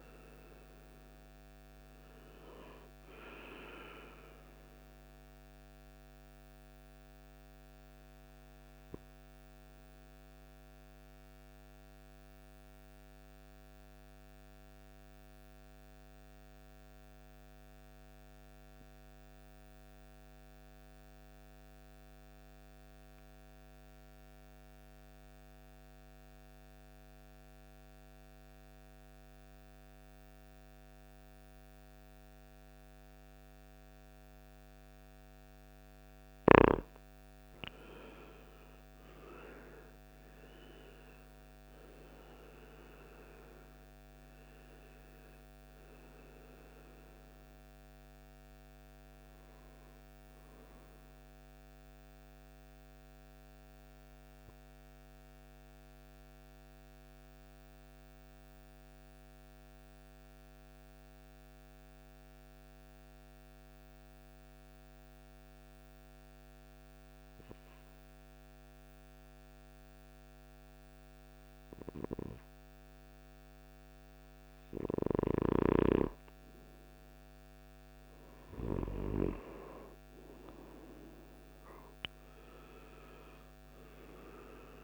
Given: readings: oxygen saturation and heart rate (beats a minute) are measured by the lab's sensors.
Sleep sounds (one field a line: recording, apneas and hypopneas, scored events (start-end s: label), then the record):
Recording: breathing in sleep by a microphone on the trachea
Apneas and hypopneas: 2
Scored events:
0.00-17.00 s: oxygen desaturation (device-marked, oxygen 87% lowest, heart rate 52 extreme)
8.00-35.00 s: mixed apnea (oxygen 99% before, 87% lowest, heart rate 65 before, 53 extreme, up 15 after)
37.00-62.00 s: oxygen desaturation (device-marked, oxygen 98% before, 88% lowest, heart rate 58 before, 52 extreme)
37.50-42.50 s: arousal
53.50-75.50 s: mixed apnea (oxygen 99% before, 88% lowest, heart rate 65 before, 52 extreme, up 13 after)
79.50-84.00 s: arousal
81.00-84.84 s: oxygen desaturation (device-marked, oxygen 98% before, 91% lowest, heart rate 56 before, 55 extreme)
From the record:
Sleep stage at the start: N2 (light sleep)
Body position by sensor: on the right side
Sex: male